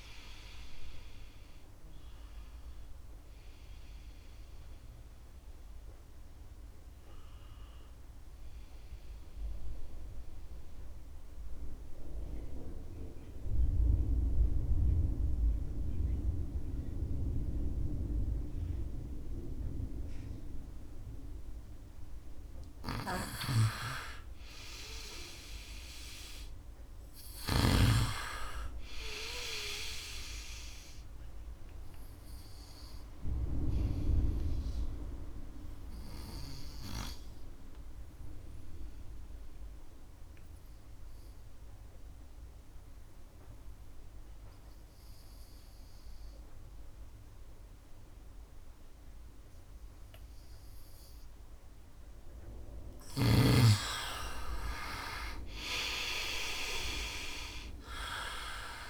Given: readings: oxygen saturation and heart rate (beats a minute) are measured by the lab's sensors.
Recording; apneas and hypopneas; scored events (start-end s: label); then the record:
breathing in sleep by a room microphone; 2
0.00-13.00 s: oxygen desaturation (device-marked, oxygen 89% lowest, heart rate 68 extreme)
9.00-21.50 s: obstructive apnea (oxygen 96% before, 89% lowest, heart rate 73 before, 68 extreme, up 0 after)
23.00-27.50 s: snoring (device-marked)
24.00-28.50 s: arousal
31.00-46.00 s: oxygen desaturation (device-marked, oxygen 98% before, 91% lowest, heart rate 73 before, 66 extreme)
32.00-51.00 s: obstructive apnea (oxygen 99% before, 87% lowest, heart rate 73 before, 64 extreme, up 2 after)
51.00-58.90 s: oxygen desaturation (device-marked, oxygen 97% before, 89% lowest, heart rate 72 before, 64 extreme)
53.00-58.50 s: arousal
From the record:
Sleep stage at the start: N2 (light sleep); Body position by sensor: on the right side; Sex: male